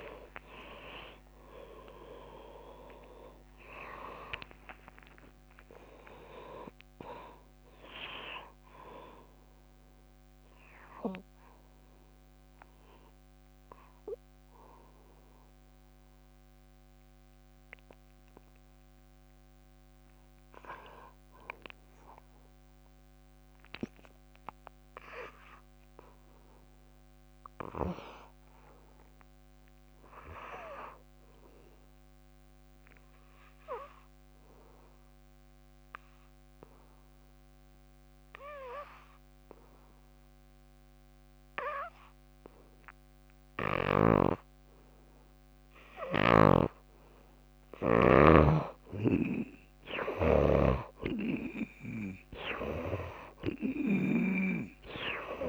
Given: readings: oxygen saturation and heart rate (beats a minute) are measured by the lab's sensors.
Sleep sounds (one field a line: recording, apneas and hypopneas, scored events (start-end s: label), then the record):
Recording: breathing in sleep by a microphone on the trachea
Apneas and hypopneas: 1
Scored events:
0.00-1.00 s: arousal
0.00-1.50 s: long interval between heartbeats (device-marked, heart rate 131 extreme)
0.00-3.00 s: tachycardia (device-marked, heart rate 144 extreme)
0.00-8.00 s: drop in pulse transit time (device-marked, heart rate 96 extreme)
0.00-18.00 s: oxygen desaturation (device-marked, oxygen 77% lowest, heart rate 57 extreme)
5.50-7.50 s: long interval between heartbeats (device-marked, heart rate 92 before, 99 extreme)
7.50-9.50 s: long interval between heartbeats (device-marked, heart rate 98 before, 87 extreme)
26.50-30.00 s: arousal
32.50-47.50 s: obstructive apnea (oxygen 99% before, 78% lowest, heart rate 59 before, 55 extreme, up 7 after)
33.00-55.49 s: oxygen desaturation (device-marked, oxygen 99% before, 78% lowest, heart rate 59 before, 55 extreme)
44.00-48.00 s: snoring (device-marked)
49.50-53.50 s: arousal
50.00-54.50 s: snoring (device-marked)
From the record:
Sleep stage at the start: N2 (light sleep)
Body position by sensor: on the back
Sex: female